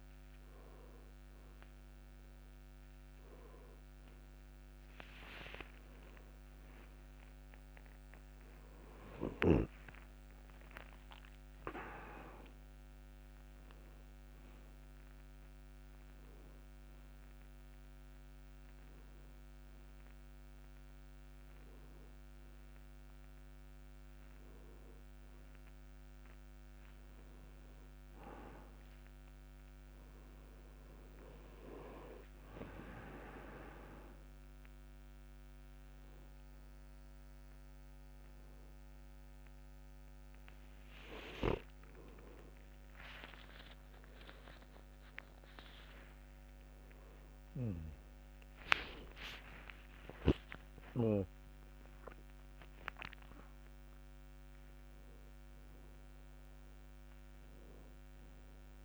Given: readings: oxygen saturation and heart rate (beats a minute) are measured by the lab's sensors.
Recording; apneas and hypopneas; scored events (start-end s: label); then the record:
a person awake in a sleep study, by a microphone on the trachea; none
none scored
From the record:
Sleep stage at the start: awake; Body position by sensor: on the back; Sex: male